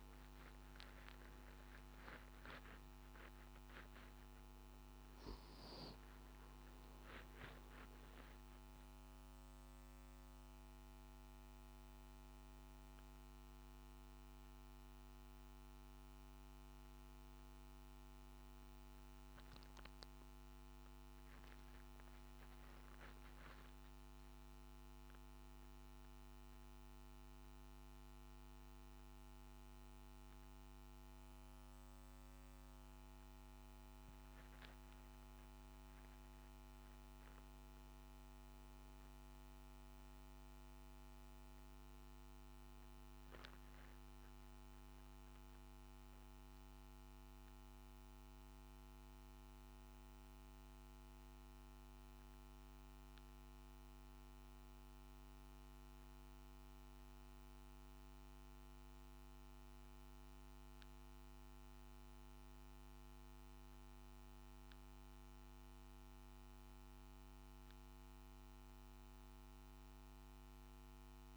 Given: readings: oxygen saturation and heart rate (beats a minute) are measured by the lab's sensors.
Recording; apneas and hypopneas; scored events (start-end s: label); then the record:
breathing in sleep, hard to hear, by a microphone on the trachea; none
none scored
From the record:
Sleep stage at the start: N2 (light sleep); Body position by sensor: on the back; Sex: male